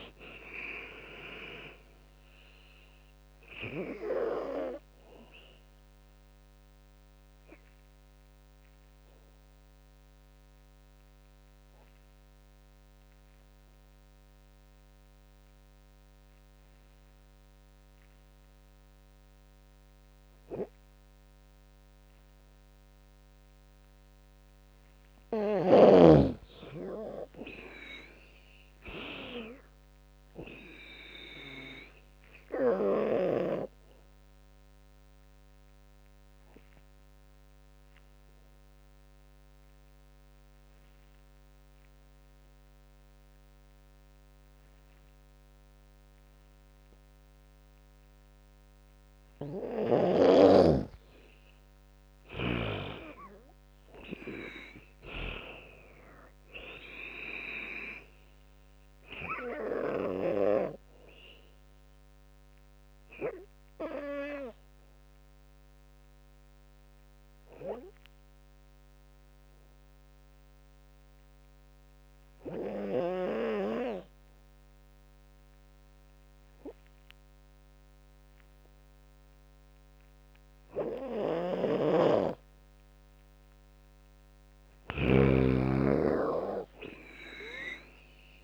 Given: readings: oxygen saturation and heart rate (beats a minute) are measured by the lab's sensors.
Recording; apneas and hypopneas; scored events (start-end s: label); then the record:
breathing in sleep by a microphone on the trachea; 3
0.00-1.50 s: arousal
0.00-9.50 s: oxygen desaturation (device-marked, oxygen 90% lowest, heart rate 67 extreme)
0.00-10.50 s: drop in pulse transit time (device-marked, heart rate 69 extreme)
5.00-22.50 s: obstructive apnea (oxygen 98% before, 90% lowest, heart rate 80 before, 67 extreme, up 15 after)
24.00-27.00 s: arousal
26.50-38.50 s: drop in pulse transit time (device-marked, heart rate 76 before, 72 extreme)
30.50-40.50 s: oxygen desaturation (device-marked, oxygen 99% before, 93% lowest, heart rate 78 before, 68 extreme)
32.00-49.00 s: obstructive apnea (oxygen 99% before, 92% lowest, heart rate 79 before, 67 extreme, up 19 after)
51.00-55.00 s: arousal
51.50-55.00 s: snoring (device-marked)
52.50-64.50 s: drop in pulse transit time (device-marked, heart rate 74 before, 74 extreme)
57.50-66.50 s: oxygen desaturation (device-marked, oxygen 98% before, 93% lowest, heart rate 75 before, 67 extreme)
59.50-82.50 s: obstructive apnea (oxygen 98% before, 92% lowest, heart rate 77 before, 65 extreme, up 15 after)
80.50-88.44 s: snoring (device-marked)
82.50-88.44 s: oxygen desaturation (device-marked, oxygen 99% before, 92% lowest, heart rate 73 before, 65 extreme)
83.50-87.00 s: arousal
84.50-88.44 s: drop in pulse transit time (device-marked, heart rate 73 before, 73 extreme)
From the record:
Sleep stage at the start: N2 (light sleep); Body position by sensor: on the back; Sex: female